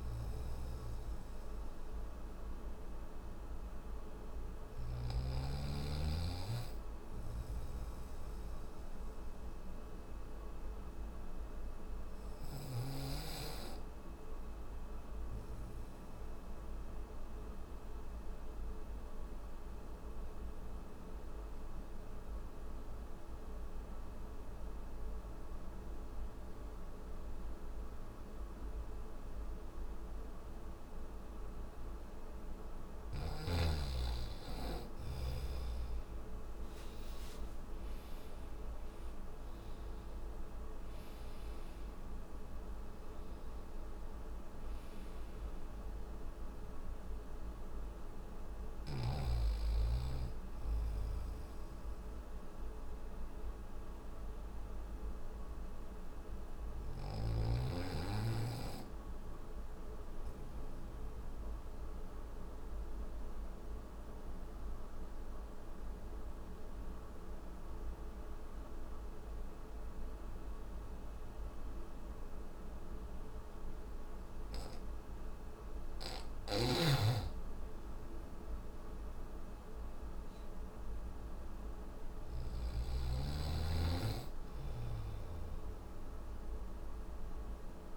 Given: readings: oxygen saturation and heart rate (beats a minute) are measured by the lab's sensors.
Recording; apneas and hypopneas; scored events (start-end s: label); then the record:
breathing in sleep by a room microphone; none
0.00-4.00 s: snoring (device-marked)
30.00-48.00 s: oxygen desaturation (device-marked, oxygen 96% before, 92% lowest)
75.00-81.50 s: snoring (device-marked)
86.00-87.97 s: oxygen desaturation (device-marked, oxygen 97% before, 93% lowest)
From the record:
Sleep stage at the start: N1 (lightest sleep); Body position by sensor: on the back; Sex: male